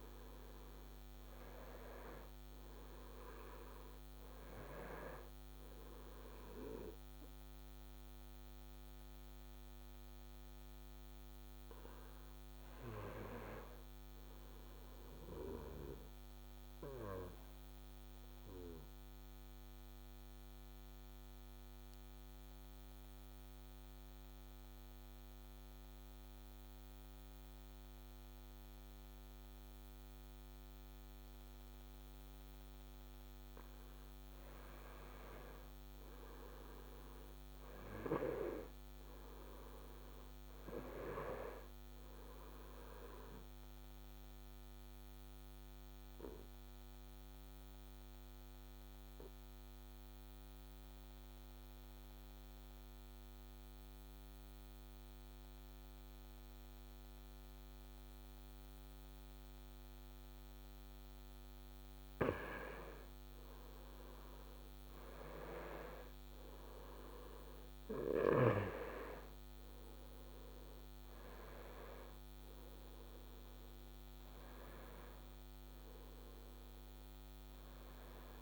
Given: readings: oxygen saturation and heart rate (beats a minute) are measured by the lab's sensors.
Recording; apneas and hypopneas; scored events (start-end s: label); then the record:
breathing in sleep by a microphone on the trachea; 2
0.00-22.50 s: oxygen desaturation (device-marked, oxygen 90% lowest, heart rate 58 extreme)
16.50-33.50 s: obstructive apnea (oxygen 97% before, 90% lowest, heart rate 64 before, 58 extreme, up 8 after)
35.00-39.00 s: arousal
39.50-57.50 s: oxygen desaturation (device-marked, oxygen 97% before, 91% lowest, heart rate 61 before, 61 extreme)
44.00-60.50 s: obstructive apnea (oxygen 98% before, 91% lowest, heart rate 62 before, 61 extreme, up 4 after)
63.00-66.00 s: arousal
67.50-78.42 s: oxygen desaturation (device-marked, oxygen 96% before, 91% lowest, heart rate 63 before, 63 extreme)
From the record:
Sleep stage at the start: N2 (light sleep); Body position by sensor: on the back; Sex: male